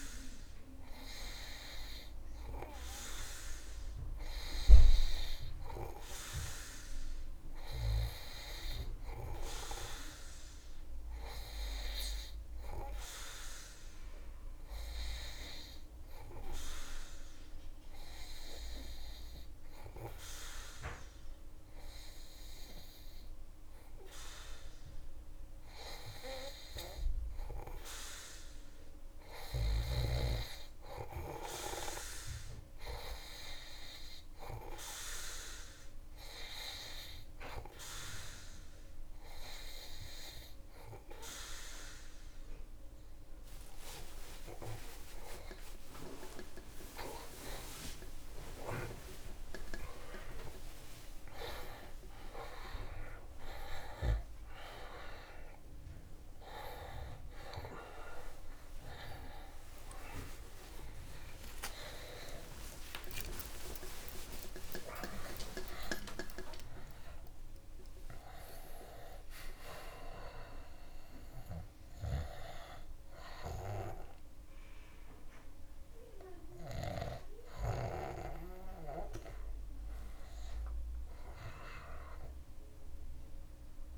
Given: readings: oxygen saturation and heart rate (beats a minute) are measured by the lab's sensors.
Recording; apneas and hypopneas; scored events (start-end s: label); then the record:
a person partly awake in a sleep study, by a room microphone; none
46.00-76.00 s: new sleep stage, awake
76.00-83.98 s: new sleep stage, N2 (light sleep)
From the record:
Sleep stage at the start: N2 (light sleep); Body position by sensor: on the back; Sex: male